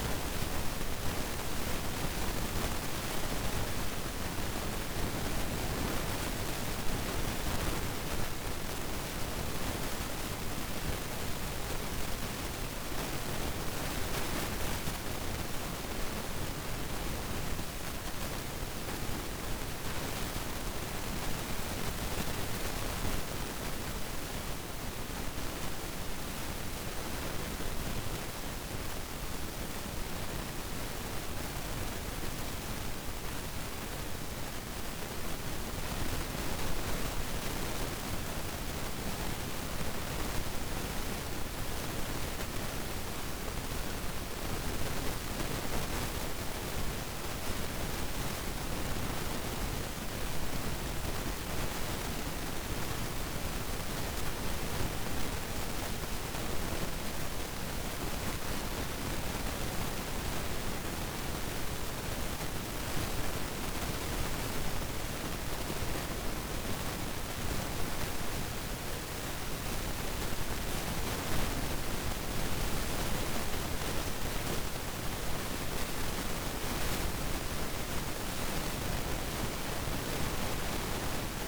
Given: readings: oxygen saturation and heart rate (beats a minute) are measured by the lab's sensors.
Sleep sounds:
breathing in sleep, hard to hear, by a microphone on the trachea; 2
9.00-22.50 s: hypopnea (oxygen 96% before, 95% lowest, heart rate 128 before, 99 extreme, up 25 after)
27.50-32.00 s: arousal
47.00-59.50 s: hypopnea (oxygen 96% before, 96% lowest, heart rate 129 before, 93 extreme, up 36 after)
57.00-81.48 s: new sleep stage, N2 (light sleep)
61.00-65.50 s: arousal
From the record:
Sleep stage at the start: N1 (lightest sleep); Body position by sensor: on the back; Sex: female

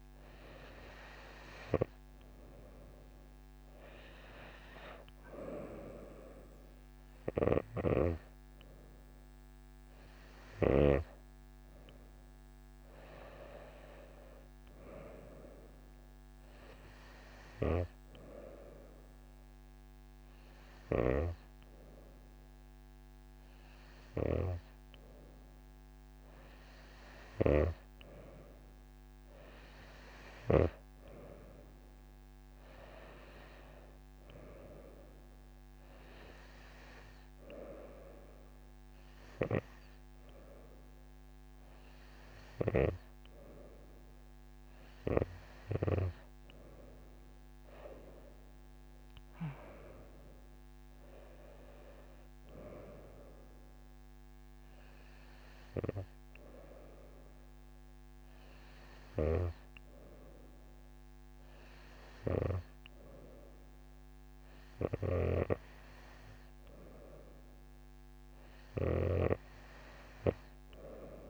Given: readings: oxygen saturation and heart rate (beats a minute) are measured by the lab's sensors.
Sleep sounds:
breathing in sleep by a microphone on the trachea; none
none scored
From the record:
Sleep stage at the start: N2 (light sleep); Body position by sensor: on the right side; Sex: female

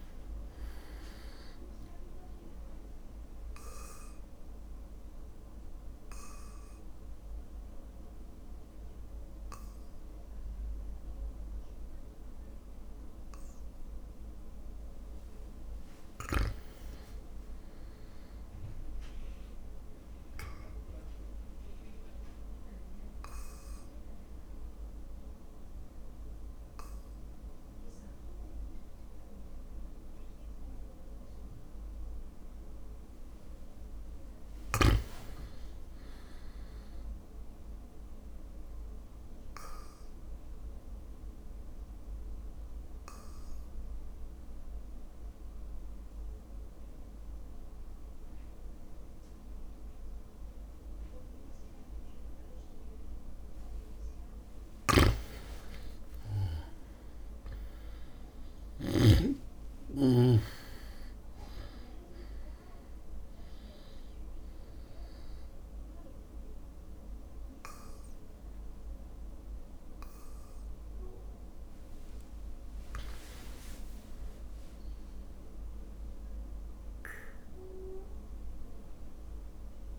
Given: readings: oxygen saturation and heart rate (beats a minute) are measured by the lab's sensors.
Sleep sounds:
breathing in sleep by a room microphone; 4
3.00-14.50 s: obstructive apnea (oxygen 100% before, 94% lowest, heart rate 59 before, 57 extreme, up 3 after)
5.50-24.50 s: oxygen desaturation (device-marked, oxygen 99% before, 94% lowest, heart rate 60 before, 57 extreme)
16.50-19.00 s: arousal
20.50-32.50 s: obstructive apnea (oxygen 99% before, 95% lowest, heart rate 59 before, 57 extreme, up 4 after)
34.00-36.50 s: arousal
39.00-53.50 s: obstructive apnea (oxygen 100% before, 95% lowest, heart rate 59 before, 55 extreme, up 7 after)
54.50-59.00 s: snoring (device-marked)
55.50-59.00 s: arousal
57.50-62.50 s: drop in pulse transit time (device-marked, heart rate 59 before, 61 extreme)
64.00-74.00 s: obstructive apnea (oxygen 99% before, 95% lowest, heart rate 60 before, 55 extreme, up 5 after)
67.50-69.50 s: long interval between heartbeats (device-marked, heart rate 60 before, 60 extreme)
68.50-79.99 s: oxygen desaturation (device-marked, oxygen 99% before, 95% lowest, heart rate 61 before, 57 extreme)
From the record:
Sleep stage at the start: REM sleep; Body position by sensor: on the back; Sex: male

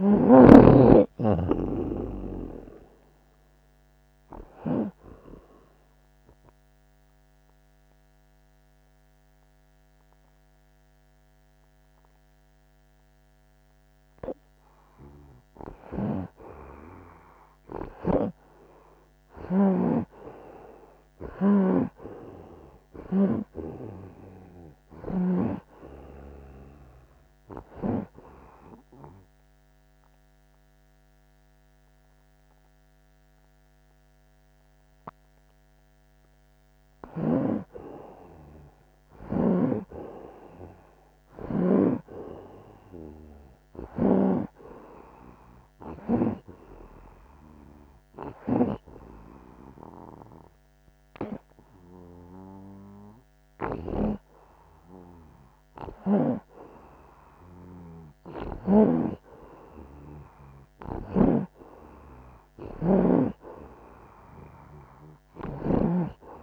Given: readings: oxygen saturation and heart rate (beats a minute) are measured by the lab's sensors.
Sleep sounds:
breathing in sleep by a microphone on the trachea; 3
0.00-2.50 s: arousal
5.50-17.50 s: oxygen desaturation (device-marked, oxygen 92% before, 88% lowest)
6.50-16.50 s: obstructive apnea (oxygen 92% before, 87% lowest)
13.50-43.50 s: new sleep stage, N1 (lightest sleep)
16.00-23.50 s: snoring (device-marked)
19.00-23.50 s: arousal
28.50-38.50 s: obstructive apnea (oxygen 93% before, 84% lowest)
29.50-42.50 s: oxygen desaturation (device-marked, oxygen 93% before, 87% lowest)
39.50-44.50 s: snoring (device-marked)
40.00-44.50 s: arousal
43.50-66.43 s: new sleep stage, N2 (light sleep)
47.00-57.00 s: hypopnea (oxygen 93% before, 84% lowest)
49.50-60.50 s: oxygen desaturation (device-marked, oxygen 93% before, 87% lowest)
61.00-66.43 s: snoring (device-marked)
61.50-66.00 s: arousal
From the record:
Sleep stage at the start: N2 (light sleep); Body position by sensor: on the back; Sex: male

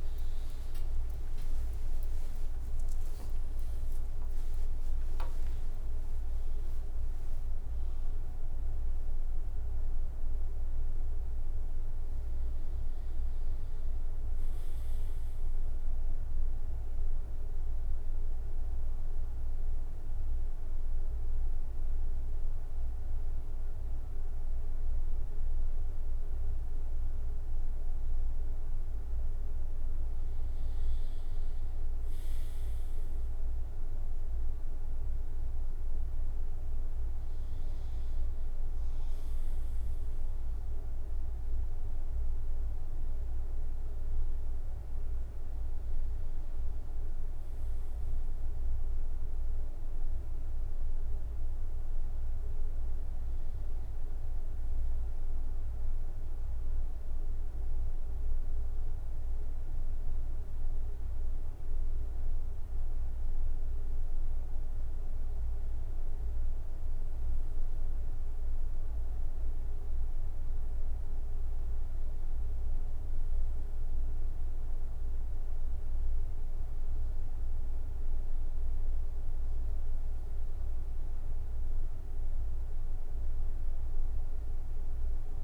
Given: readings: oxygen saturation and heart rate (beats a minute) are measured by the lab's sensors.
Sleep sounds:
a person partly awake in a sleep study, hard to hear, by a room microphone; 1
0.00-1.50 s: long interval between heartbeats (device-marked, heart rate 88 extreme)
0.00-5.50 s: tachycardia (device-marked, heart rate 129 extreme)
2.50-4.50 s: long interval between heartbeats (device-marked, heart rate 74 before, 123 extreme)
6.50-66.50 s: new sleep stage, N1 (lightest sleep)
12.50-21.50 s: drop in pulse transit time (device-marked, heart rate 91 before, 81 extreme)
17.00-29.00 s: central apnea (oxygen 96% before, 93% lowest, heart rate 94 before, 71 extreme, up 2 after)
30.50-34.00 s: arousal
33.50-46.50 s: oxygen desaturation (device-marked, oxygen 96% before, 93% lowest, heart rate 77 before, 72 extreme)
66.50-85.44 s: new sleep stage, N2 (light sleep)
From the record:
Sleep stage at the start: awake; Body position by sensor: on the right side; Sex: male

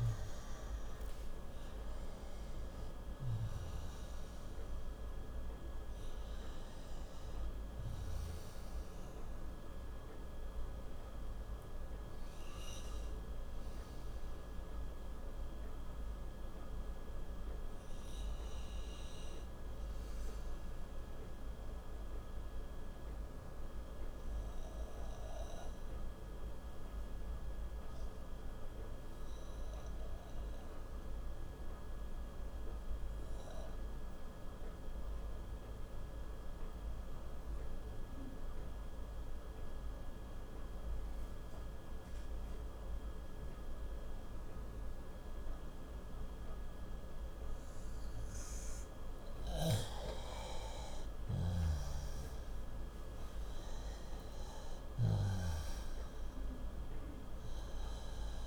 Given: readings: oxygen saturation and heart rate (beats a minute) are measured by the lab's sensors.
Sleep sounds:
breathing in sleep, hard to hear, by a room microphone; 1
2.50-24.50 s: oxygen desaturation (device-marked, oxygen 95% before, 92% lowest, heart rate 91 before, 57 extreme)
20.50-48.50 s: obstructive apnea (oxygen 96% before, 91% lowest, heart rate 74 before, 56 extreme, up 6 after)
43.50-58.47 s: oxygen desaturation (device-marked, oxygen 97% before, 91% lowest, heart rate 60 before, 56 extreme)
50.50-55.00 s: arousal
From the record:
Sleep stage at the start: N2 (light sleep); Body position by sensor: on the left side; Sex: male

